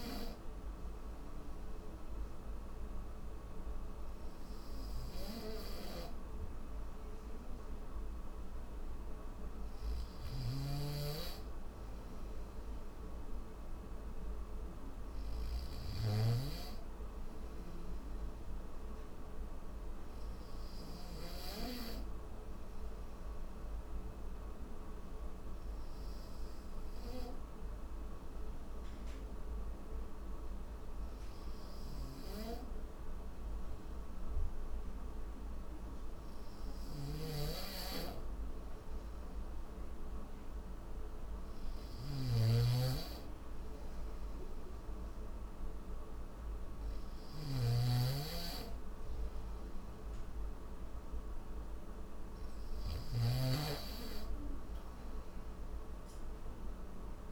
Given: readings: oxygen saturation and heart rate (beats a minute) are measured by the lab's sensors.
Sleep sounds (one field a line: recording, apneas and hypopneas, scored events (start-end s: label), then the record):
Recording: breathing in sleep by a room microphone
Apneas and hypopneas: 1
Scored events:
0.00-9.50 s: oxygen desaturation (device-marked, oxygen 92% lowest, heart rate 74 extreme)
9.50-21.00 s: snoring (device-marked)
23.00-35.50 s: obstructive apnea (oxygen 93% before, 91% lowest, heart rate 77 before, 76 extreme, up 3 after)
36.50-57.32 s: snoring (device-marked)
From the record:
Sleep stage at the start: N1 (lightest sleep)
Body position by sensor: on the back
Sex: male